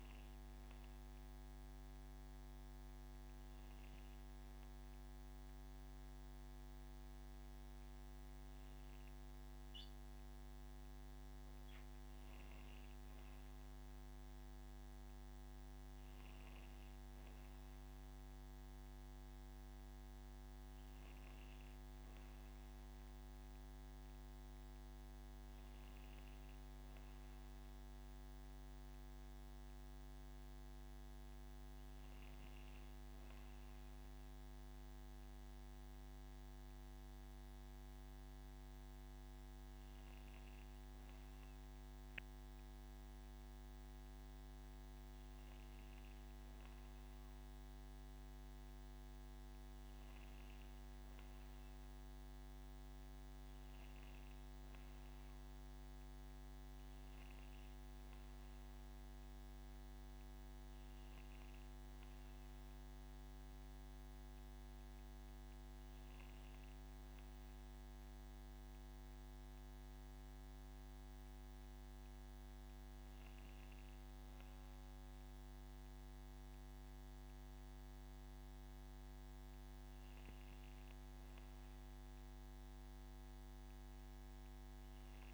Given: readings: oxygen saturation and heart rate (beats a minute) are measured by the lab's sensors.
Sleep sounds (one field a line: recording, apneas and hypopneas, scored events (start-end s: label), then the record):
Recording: breathing in sleep, hard to hear, by a microphone on the trachea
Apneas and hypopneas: none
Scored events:
none scored
From the record:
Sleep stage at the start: N1 (lightest sleep)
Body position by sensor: on the back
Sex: female